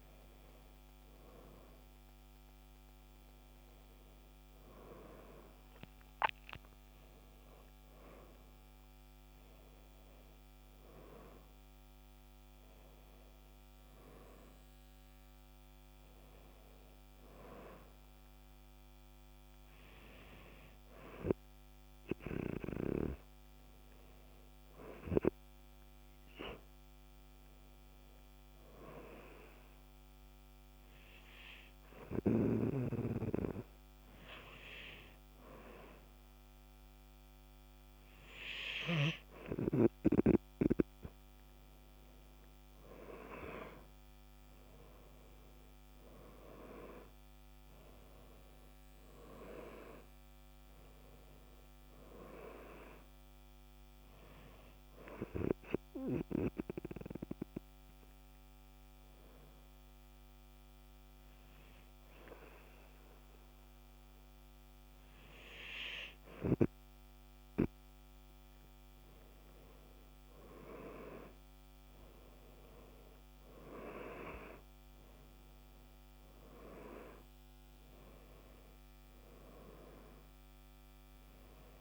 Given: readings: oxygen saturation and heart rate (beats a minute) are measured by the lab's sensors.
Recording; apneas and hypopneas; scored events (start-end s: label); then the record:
breathing in sleep by a microphone on the trachea; 2
9.00-81.81 s: new sleep stage, N2 (light sleep)
10.00-15.00 s: arousal
29.50-39.50 s: hypopnea (oxygen 96% before, 93% lowest, heart rate 62 before, 54 extreme, up 25 after)
44.00-49.00 s: arousal
56.00-67.00 s: obstructive apnea (oxygen 95% before, 93% lowest, heart rate 69 before, 49 extreme, up 10 after)
71.00-77.00 s: arousal
From the record:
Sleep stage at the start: N1 (lightest sleep); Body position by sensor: on the back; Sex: male